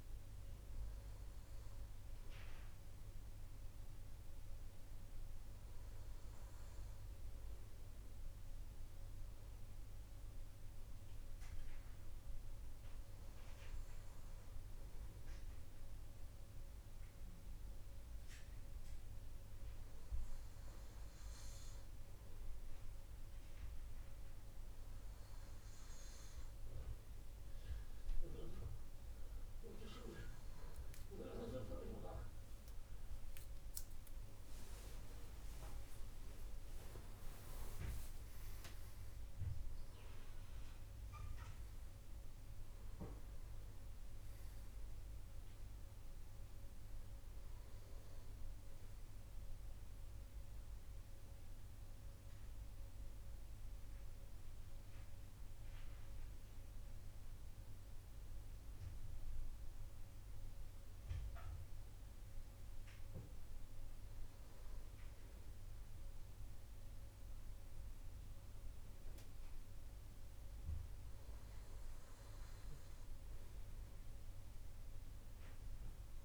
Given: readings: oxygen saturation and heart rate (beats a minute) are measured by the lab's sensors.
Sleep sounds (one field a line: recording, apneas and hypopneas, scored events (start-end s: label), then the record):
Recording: breathing in sleep by a room microphone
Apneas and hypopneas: none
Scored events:
none scored
From the record:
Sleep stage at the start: N2 (light sleep)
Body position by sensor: on the right side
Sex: male